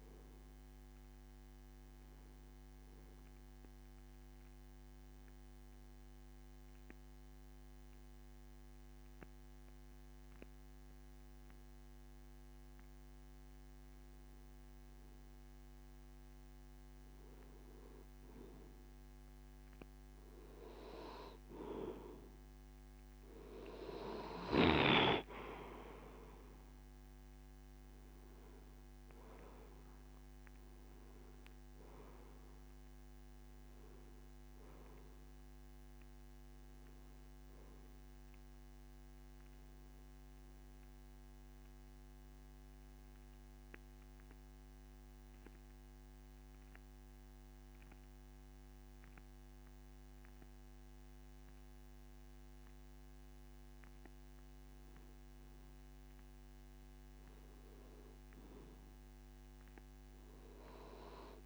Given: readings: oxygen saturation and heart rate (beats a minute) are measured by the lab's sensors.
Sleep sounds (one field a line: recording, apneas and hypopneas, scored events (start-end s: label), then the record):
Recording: breathing in sleep by a microphone on the trachea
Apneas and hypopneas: 2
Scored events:
5.00-17.00 s: hypopnea (oxygen 94% before, 91% lowest)
19.50-24.00 s: arousal
23.50-40.50 s: oxygen desaturation (device-marked, oxygen 94% before, 91% lowest)
44.00-55.50 s: mixed apnea (oxygen 94% before, 92% lowest)
59.00-61.46 s: arousal
From the record:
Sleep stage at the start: N2 (light sleep)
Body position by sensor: on the back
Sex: male